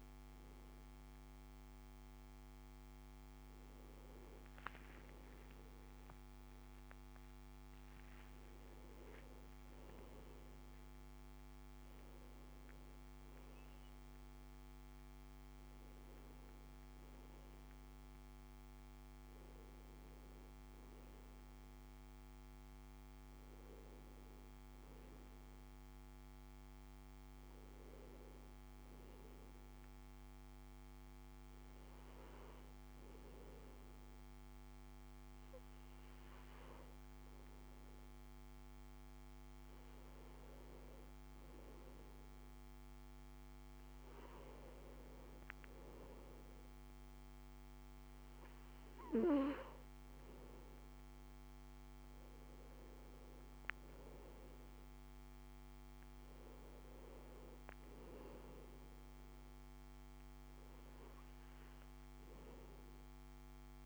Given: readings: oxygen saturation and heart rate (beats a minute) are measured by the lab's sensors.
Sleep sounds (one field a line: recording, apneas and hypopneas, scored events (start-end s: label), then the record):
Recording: breathing in sleep, hard to hear, by a microphone on the trachea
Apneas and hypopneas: none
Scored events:
4.50-9.50 s: arousal
51.50-63.85 s: new sleep stage, N2 (light sleep)
From the record:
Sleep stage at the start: N1 (lightest sleep)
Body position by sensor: on the back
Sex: male